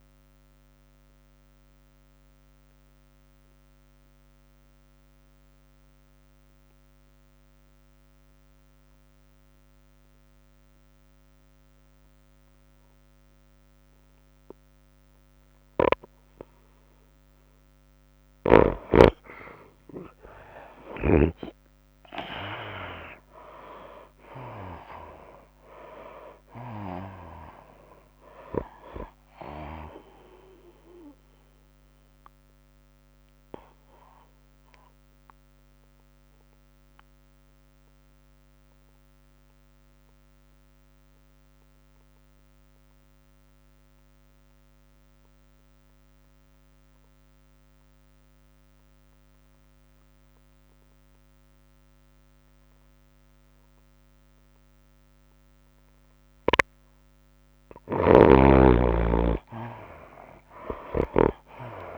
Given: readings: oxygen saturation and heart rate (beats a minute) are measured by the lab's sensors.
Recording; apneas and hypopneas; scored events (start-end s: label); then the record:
breathing in sleep by a microphone on the trachea; 2
0.00-4.50 s: tachycardia (device-marked, heart rate 105 extreme)
0.00-7.50 s: drop in pulse transit time (device-marked, heart rate 99 extreme)
0.00-8.50 s: oxygen desaturation (device-marked, oxygen 81% lowest, heart rate 93 extreme)
0.50-17.50 s: obstructive apnea (oxygen 97% before, 78% lowest, heart rate 98 before, 95 extreme, up 25 after)
18.50-38.50 s: tachycardia (device-marked, heart rate 98 before, 122 extreme)
19.50-43.50 s: oxygen desaturation (device-marked, oxygen 97% before, 81% lowest, heart rate 100 before, 90 extreme)
22.00-25.50 s: arousal
22.50-24.50 s: long interval between heartbeats (device-marked, heart rate 99 before, 118 extreme)
24.50-38.50 s: drop in pulse transit time (device-marked, heart rate 101 before, 103 extreme)
32.50-57.00 s: obstructive apnea (oxygen 97% before, 76% lowest, heart rate 106 before, 90 extreme, up 11 after)
52.50-61.98 s: oxygen desaturation (device-marked, oxygen 99% before, 78% lowest, heart rate 98 before, 82 extreme)
58.50-61.98 s: snoring (device-marked)
59.00-61.98 s: arousal
From the record:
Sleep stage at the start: N2 (light sleep); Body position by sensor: on the right side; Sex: female